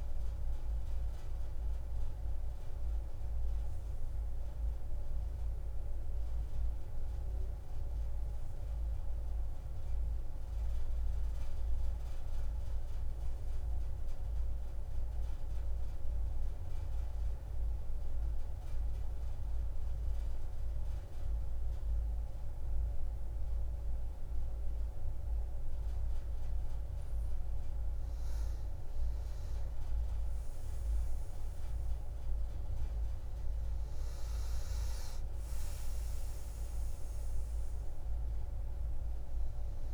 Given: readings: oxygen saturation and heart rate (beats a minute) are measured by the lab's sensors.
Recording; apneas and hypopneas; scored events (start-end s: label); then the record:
breathing in sleep, hard to hear, by a room microphone; 1
1.50-6.00 s: arousal
9.50-27.00 s: hypopnea (oxygen 96% before, 89% lowest)
17.00-39.94 s: oxygen desaturation (device-marked, oxygen 95% before, 89% lowest)
29.50-33.50 s: arousal
From the record:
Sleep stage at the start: N2 (light sleep); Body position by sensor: on the back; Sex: female